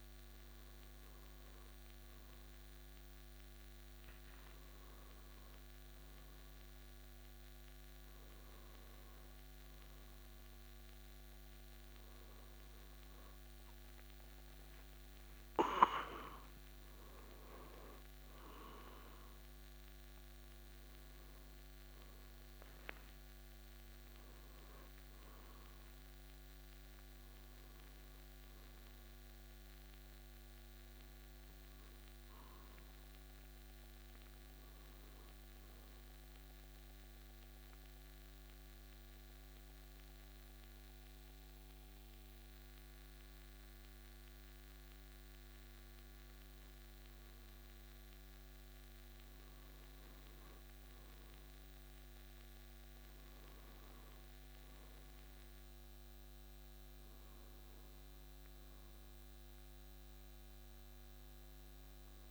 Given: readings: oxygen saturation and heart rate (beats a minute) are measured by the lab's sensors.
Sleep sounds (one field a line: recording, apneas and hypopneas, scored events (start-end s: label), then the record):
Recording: breathing in sleep, hard to hear, by a microphone on the trachea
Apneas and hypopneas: none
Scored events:
13.50-17.50 s: arousal
From the record:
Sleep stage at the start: N1 (lightest sleep)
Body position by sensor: on the back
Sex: male